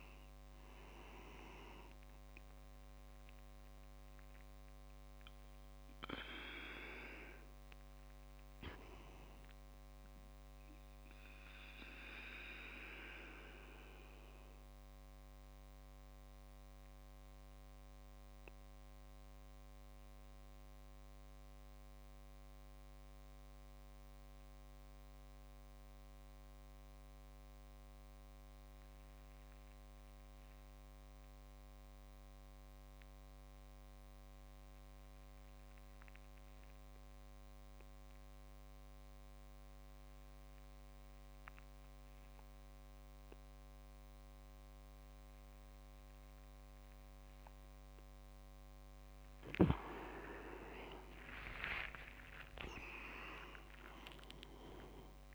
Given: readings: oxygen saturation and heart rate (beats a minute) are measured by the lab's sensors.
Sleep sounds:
breathing in sleep by a microphone on the trachea; 1
0.00-9.00 s: oxygen desaturation (device-marked, oxygen 93% lowest)
12.50-48.50 s: mixed apnea (oxygen 98% before, 94% lowest)
43.00-55.35 s: oxygen desaturation (device-marked, oxygen 99% before, 94% lowest)
48.00-51.00 s: tachycardia (device-marked)
50.50-55.35 s: leg movement (device-marked)
52.00-55.35 s: arousal
From the record:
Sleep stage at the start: N2 (light sleep); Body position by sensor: on the back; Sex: male

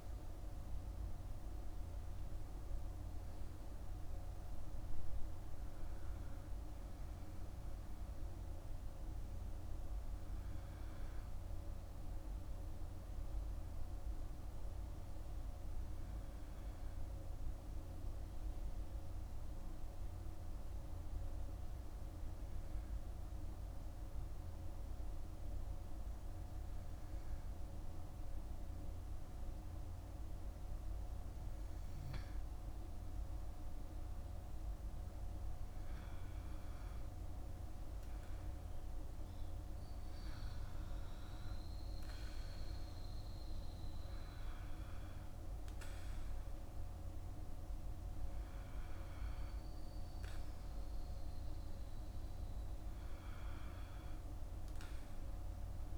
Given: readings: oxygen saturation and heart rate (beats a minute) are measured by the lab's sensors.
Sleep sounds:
breathing in sleep, hard to hear, by a room microphone; 1
10.50-32.50 s: hypopnea (oxygen 98% before, 96% lowest, heart rate 57 before, 50 extreme, up 5 after)
34.50-38.50 s: arousal
From the record:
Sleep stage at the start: N2 (light sleep); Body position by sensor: on the back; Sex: male

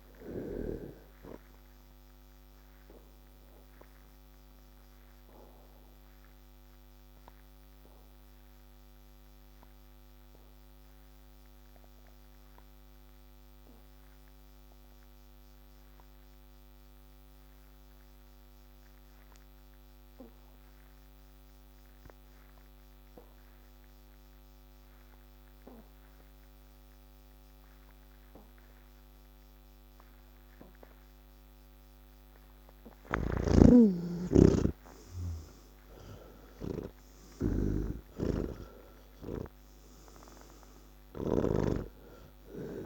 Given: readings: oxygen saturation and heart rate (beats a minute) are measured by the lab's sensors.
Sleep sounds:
breathing in sleep by a microphone on the trachea; 1
0.00-14.50 s: oxygen desaturation (device-marked, oxygen 79% lowest)
2.50-31.50 s: obstructive apnea (oxygen 99% before, 79% lowest)
29.50-42.86 s: oxygen desaturation (device-marked, oxygen 98% before, 79% lowest)
33.00-42.00 s: snoring (device-marked)
From the record:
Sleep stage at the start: N1 (lightest sleep); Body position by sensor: on the back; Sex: male

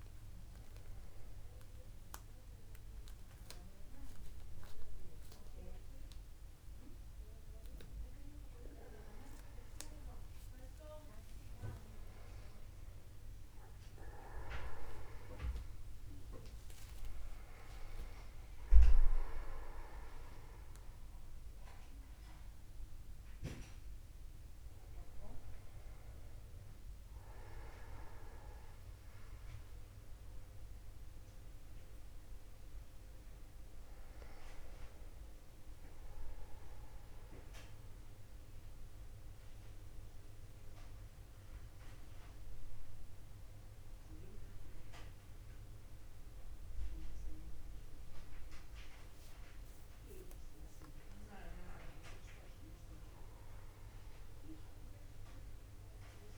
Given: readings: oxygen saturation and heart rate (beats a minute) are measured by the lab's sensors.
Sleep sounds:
a person partly awake in a sleep study, by a room microphone; 1
11.50-13.50 s: long interval between heartbeats (device-marked, heart rate 51 before, 67 extreme)
17.50-19.50 s: long interval between heartbeats (device-marked, heart rate 59 before, 93 extreme)
26.50-56.38 s: new sleep stage, N2 (light sleep)
38.00-50.50 s: central apnea (oxygen 98% before, 94% lowest, heart rate 63 before, 50 extreme, up 1 after)
52.50-56.00 s: arousal
From the record:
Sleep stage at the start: awake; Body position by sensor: upright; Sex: male

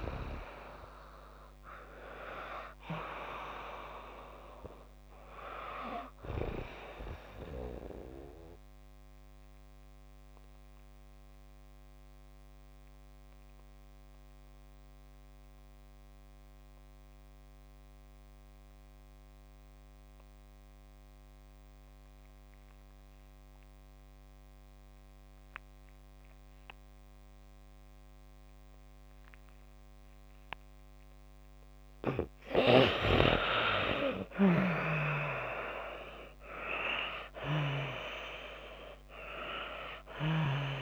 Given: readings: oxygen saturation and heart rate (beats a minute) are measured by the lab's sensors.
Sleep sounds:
breathing in sleep by a microphone on the trachea; 1
0.00-25.50 s: oxygen desaturation (device-marked, oxygen 92% lowest)
7.50-31.00 s: obstructive apnea (oxygen 99% before, 87% lowest)
32.50-36.00 s: arousal
33.50-40.82 s: oxygen desaturation (device-marked, oxygen 97% before, 87% lowest)
From the record:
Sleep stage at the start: N2 (light sleep); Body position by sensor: on the back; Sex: female

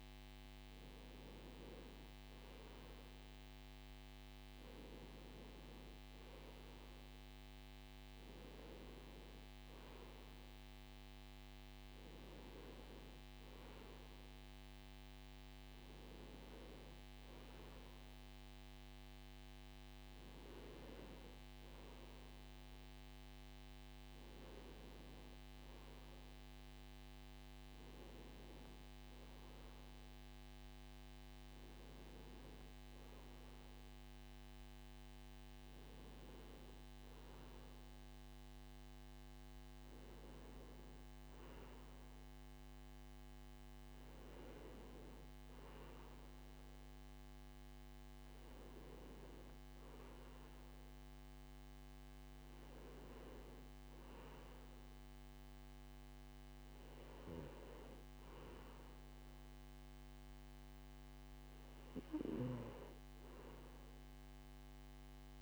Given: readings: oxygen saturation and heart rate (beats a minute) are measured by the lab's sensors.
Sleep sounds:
breathing in sleep, hard to hear, by a microphone on the trachea; none
none scored
From the record:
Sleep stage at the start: N2 (light sleep); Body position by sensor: on the right side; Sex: male

